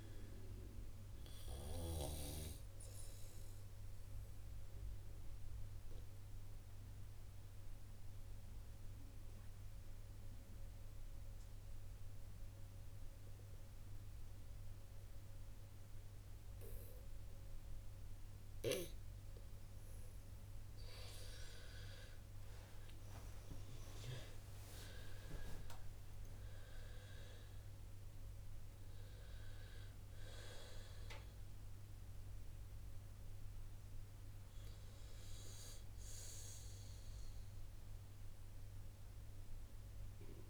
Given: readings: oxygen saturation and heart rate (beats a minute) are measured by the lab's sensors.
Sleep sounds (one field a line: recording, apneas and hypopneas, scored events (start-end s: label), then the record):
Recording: breathing in sleep by a room microphone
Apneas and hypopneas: 1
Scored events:
0.00-22.00 s: oxygen desaturation (device-marked, oxygen 80% lowest, heart rate 56 extreme)
4.50-18.00 s: obstructive apnea (oxygen 92% before, 80% lowest, heart rate 62 before, 56 extreme, up 10 after)
21.50-26.00 s: arousal
24.00-40.50 s: oxygen desaturation (device-marked, oxygen 91% before, 80% lowest, heart rate 61 before, 56 extreme)
From the record:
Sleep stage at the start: N2 (light sleep)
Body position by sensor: on the right side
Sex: female